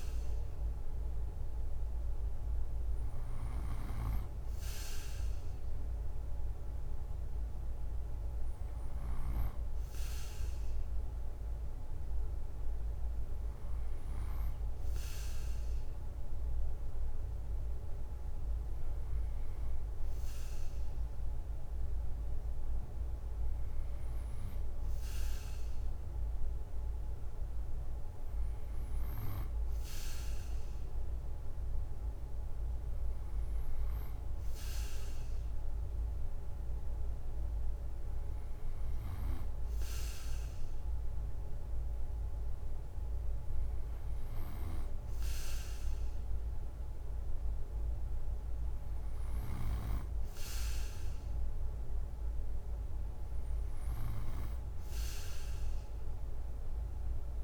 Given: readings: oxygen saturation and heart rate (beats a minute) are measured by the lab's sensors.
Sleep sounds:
breathing in sleep, hard to hear, by a room microphone; none
24.50-57.44 s: new sleep stage, N2 (light sleep)
38.50-49.50 s: snoring (device-marked)
From the record:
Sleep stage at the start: N1 (lightest sleep); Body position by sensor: on the right side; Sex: male

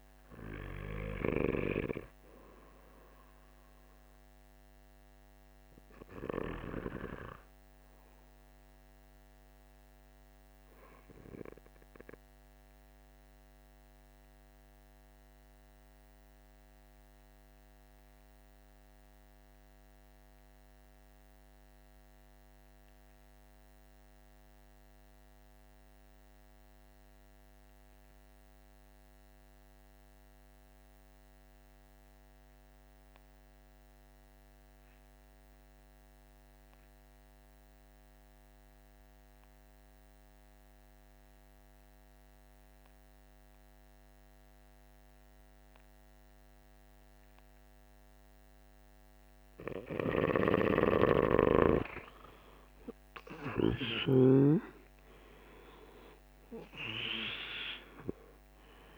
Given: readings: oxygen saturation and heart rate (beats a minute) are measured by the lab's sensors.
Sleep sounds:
breathing in sleep by a microphone on the trachea; 1
0.00-10.50 s: oxygen desaturation (device-marked, oxygen 68% lowest, heart rate 48 extreme)
11.50-48.00 s: obstructive apnea (oxygen 98% before, 71% lowest, heart rate 56 before, 47 extreme, up 18 after)
32.50-58.98 s: oxygen desaturation (device-marked, oxygen 98% before, 71% lowest, heart rate 50 before, 47 extreme)
50.50-55.50 s: arousal
From the record:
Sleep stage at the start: REM sleep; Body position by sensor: on the back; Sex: male

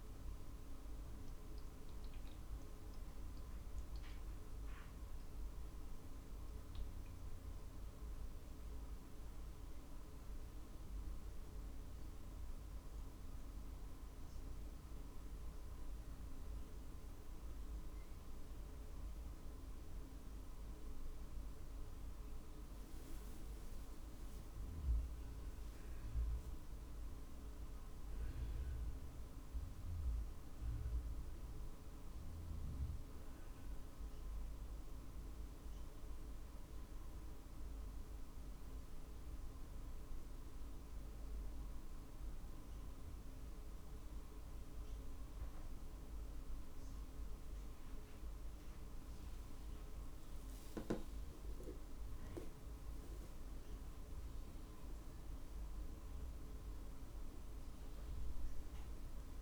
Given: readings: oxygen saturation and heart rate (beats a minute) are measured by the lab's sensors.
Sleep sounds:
a person awake in a sleep study, hard to hear, by a room microphone; none
51.00-53.00 s: long interval between heartbeats (device-marked, heart rate 54 before, 63 extreme)
57.00-59.42 s: drop in pulse transit time (device-marked, heart rate 65 before, 55 extreme)
From the record:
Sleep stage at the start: awake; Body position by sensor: on the right side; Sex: male

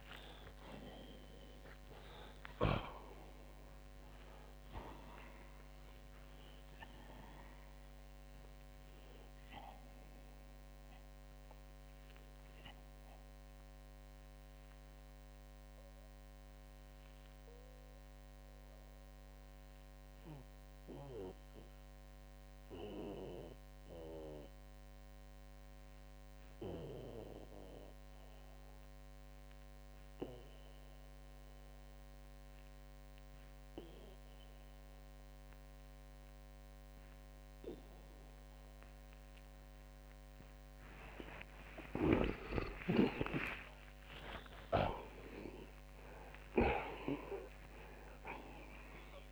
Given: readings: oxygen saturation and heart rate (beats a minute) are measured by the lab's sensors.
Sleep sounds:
breathing in sleep by a microphone on the trachea; 1
7.00-37.00 s: oxygen desaturation (device-marked, oxygen 93% before, 79% lowest, heart rate 122 before, 59 extreme)
10.50-40.50 s: obstructive apnea (oxygen 93% before, 78% lowest, heart rate 125 before, 59 extreme)
42.00-47.50 s: arousal
44.00-49.32 s: snoring (device-marked)
From the record:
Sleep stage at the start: N2 (light sleep); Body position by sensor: on the back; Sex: male

